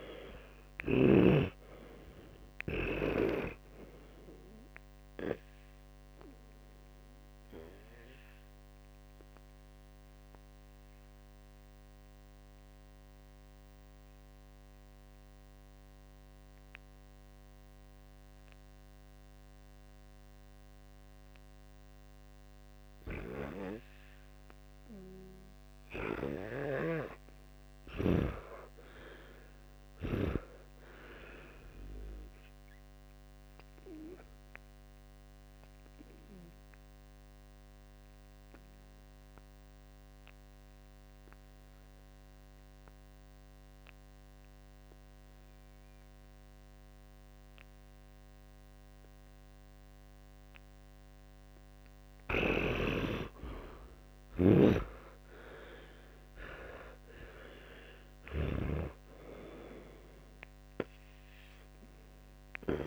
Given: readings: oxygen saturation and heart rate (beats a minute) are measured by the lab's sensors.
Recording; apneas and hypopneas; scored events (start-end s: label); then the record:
breathing in sleep by a microphone on the trachea; 2
0.00-1.00 s: snoring (device-marked)
7.00-23.50 s: obstructive apnea (oxygen 97% before, 88% lowest, heart rate 65 before, 56 extreme, up 22 after)
27.00-31.00 s: arousal
35.00-48.00 s: oxygen desaturation (device-marked, oxygen 99% before, 95% lowest, heart rate 65 before, 59 extreme)
36.50-50.50 s: obstructive apnea (oxygen 99% before, 88% lowest, heart rate 66 before, 59 extreme, up 20 after)
54.50-58.50 s: snoring (device-marked)
55.00-58.50 s: arousal
From the record:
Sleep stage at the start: N2 (light sleep); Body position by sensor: on the back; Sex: male